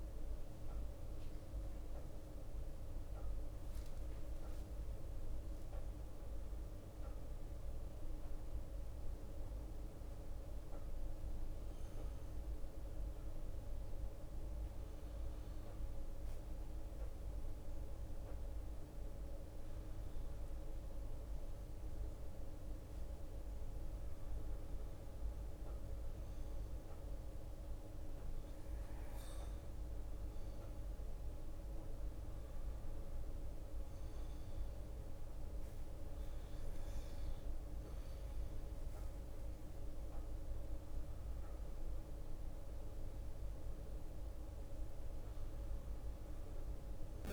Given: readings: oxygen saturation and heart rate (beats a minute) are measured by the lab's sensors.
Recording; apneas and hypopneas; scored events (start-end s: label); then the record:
breathing in sleep, hard to hear, by a room microphone; none
0.00-3.00 s: oxygen desaturation (device-marked, oxygen 90% lowest)
2.50-7.50 s: arousal
3.00-11.00 s: drop in pulse transit time (device-marked)
3.00-47.33 s: bradycardia (device-marked)
4.00-6.00 s: long interval between heartbeats (device-marked)
7.00-9.00 s: long interval between heartbeats (device-marked)
11.00-13.00 s: long interval between heartbeats (device-marked)
19.50-21.50 s: long interval between heartbeats (device-marked)
22.00-47.33 s: new sleep stage, N2 (light sleep)
29.00-30.00 s: drop in pulse transit time (device-marked)
40.50-42.50 s: long interval between heartbeats (device-marked)
From the record:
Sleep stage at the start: N1 (lightest sleep); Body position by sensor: on the back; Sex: male